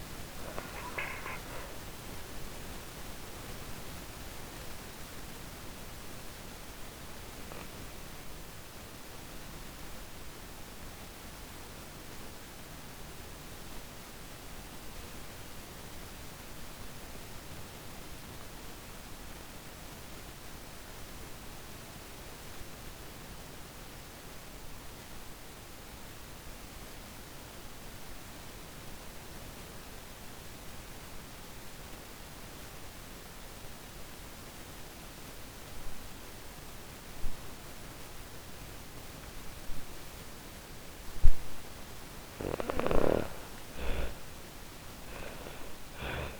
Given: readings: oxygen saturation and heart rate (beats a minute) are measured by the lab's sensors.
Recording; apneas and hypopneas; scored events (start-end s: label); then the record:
breathing in sleep by a microphone on the trachea; 1
0.00-18.50 s: oxygen desaturation (device-marked, oxygen 75% lowest, heart rate 46 extreme)
3.50-39.50 s: obstructive apnea (oxygen 97% before, 75% lowest)
33.50-46.40 s: oxygen desaturation (device-marked, oxygen 98% before, 77% lowest)
41.00-46.40 s: snoring (device-marked)
42.00-45.50 s: arousal
From the record:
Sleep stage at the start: N2 (light sleep); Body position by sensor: on the back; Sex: female